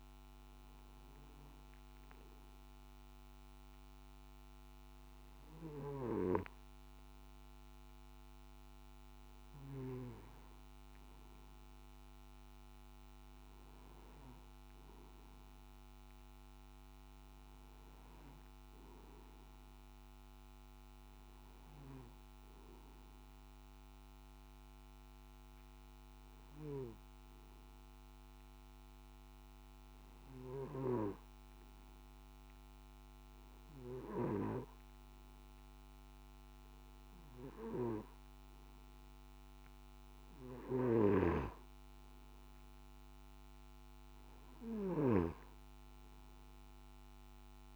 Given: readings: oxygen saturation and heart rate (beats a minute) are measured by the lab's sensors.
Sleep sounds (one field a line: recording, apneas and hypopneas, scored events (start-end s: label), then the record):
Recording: breathing in sleep by a microphone on the trachea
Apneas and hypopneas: none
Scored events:
none scored
From the record:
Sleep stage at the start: N2 (light sleep)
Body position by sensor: on the back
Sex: male